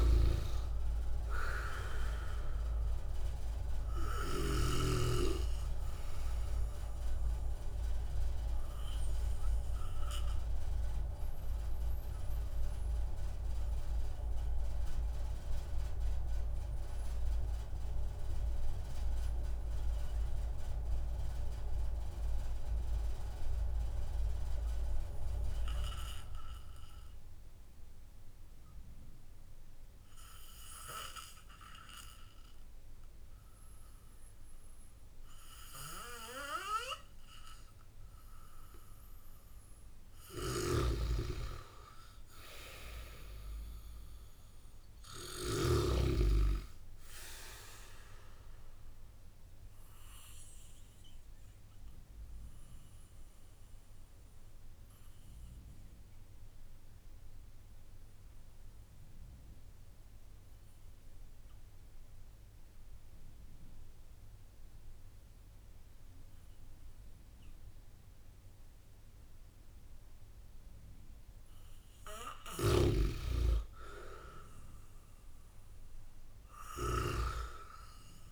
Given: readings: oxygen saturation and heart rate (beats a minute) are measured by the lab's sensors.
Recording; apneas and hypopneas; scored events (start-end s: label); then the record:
breathing in sleep by a room microphone; 2
0.00-3.00 s: arousal
0.00-5.00 s: snoring (device-marked)
3.00-22.00 s: oxygen desaturation (device-marked, oxygen 97% before, 93% lowest)
9.00-39.50 s: obstructive apnea (oxygen 97% before, 93% lowest)
36.00-67.00 s: oxygen desaturation (device-marked, oxygen 97% before, 93% lowest)
42.00-45.50 s: arousal
49.50-70.50 s: obstructive apnea (oxygen 97% before, 93% lowest)
73.00-76.50 s: arousal
From the record:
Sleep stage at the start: N2 (light sleep); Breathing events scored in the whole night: 270 in 4.0 hours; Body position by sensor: on the back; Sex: male